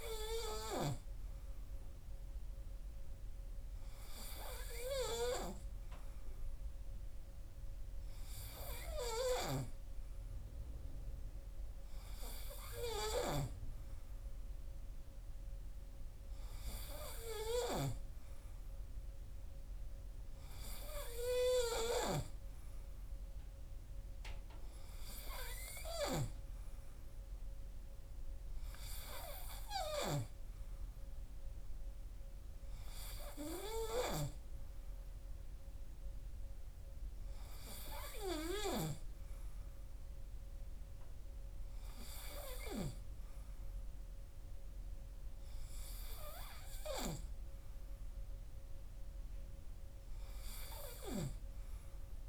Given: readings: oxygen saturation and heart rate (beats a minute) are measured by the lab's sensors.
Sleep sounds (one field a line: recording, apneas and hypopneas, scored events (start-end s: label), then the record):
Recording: breathing in sleep by a room microphone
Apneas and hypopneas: none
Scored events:
none scored
From the record:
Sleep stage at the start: N3 (deep sleep)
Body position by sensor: on the right side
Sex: male